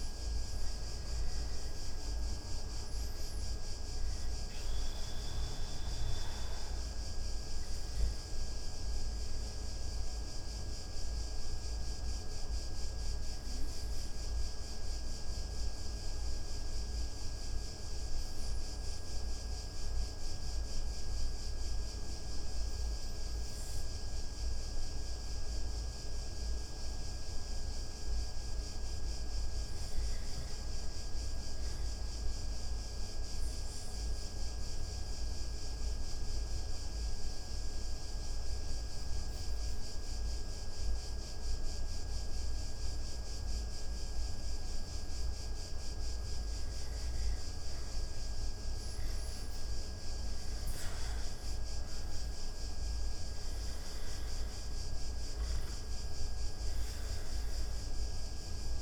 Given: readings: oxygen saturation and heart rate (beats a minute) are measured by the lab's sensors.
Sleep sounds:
breathing in sleep, hard to hear, by a room microphone; 2
0.00-23.00 s: oxygen desaturation (device-marked, oxygen 82% lowest)
9.50-27.00 s: obstructive apnea (oxygen 97% before, 82% lowest)
29.50-32.00 s: arousal
34.50-46.00 s: obstructive apnea (oxygen 98% before, 85% lowest)
44.00-58.82 s: oxygen desaturation (device-marked, oxygen 97% before, 85% lowest)
49.50-53.50 s: arousal
From the record:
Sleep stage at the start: N2 (light sleep); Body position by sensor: on the back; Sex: male

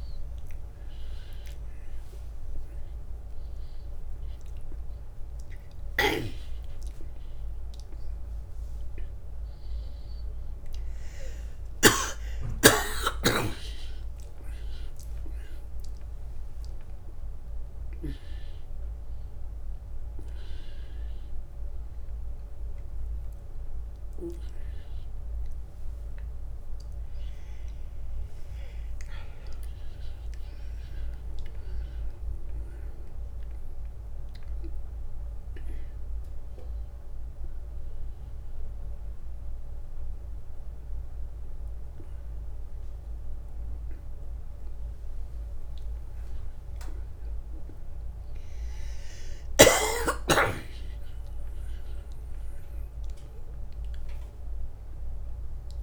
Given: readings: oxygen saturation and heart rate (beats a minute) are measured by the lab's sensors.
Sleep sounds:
a person awake in a sleep study, by a room microphone; none
5.00-11.50 s: snoring (device-marked)
From the record:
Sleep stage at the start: awake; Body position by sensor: on the back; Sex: male

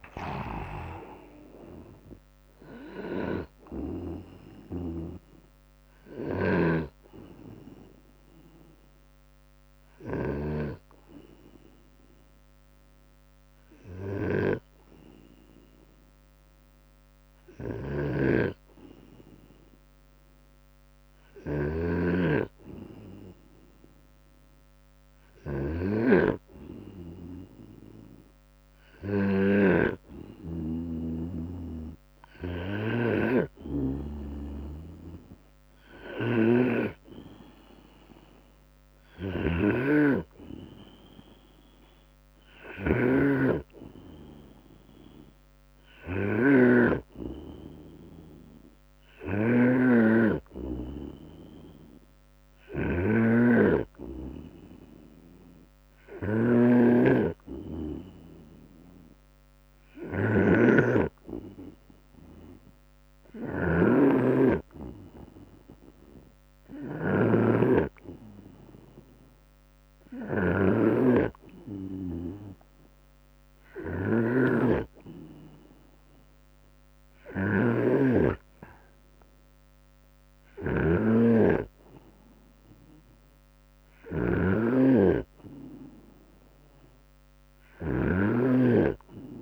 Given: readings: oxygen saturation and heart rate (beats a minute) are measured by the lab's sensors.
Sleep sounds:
breathing in sleep by a microphone on the trachea; 1
0.00-5.50 s: oxygen desaturation (device-marked, oxygen 94% lowest, heart rate 65 extreme)
0.00-10.50 s: drop in pulse transit time (device-marked, heart rate 68 extreme)
8.00-29.00 s: hypopnea (oxygen 99% before, 94% lowest, heart rate 72 before, 65 extreme, up 8 after)
16.50-32.50 s: snoring (device-marked)
31.00-34.00 s: arousal
37.50-47.50 s: drop in pulse transit time (device-marked, heart rate 70 before, 70 extreme)
38.50-89.42 s: snoring (device-marked)
40.50-42.50 s: long interval between heartbeats (device-marked, heart rate 71 before, 77 extreme)
48.00-50.00 s: long interval between heartbeats (device-marked, heart rate 72 before, 75 extreme)
58.50-71.50 s: drop in pulse transit time (device-marked, heart rate 72 before, 69 extreme)
From the record:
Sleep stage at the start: N2 (light sleep); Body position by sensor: on the right side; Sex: male

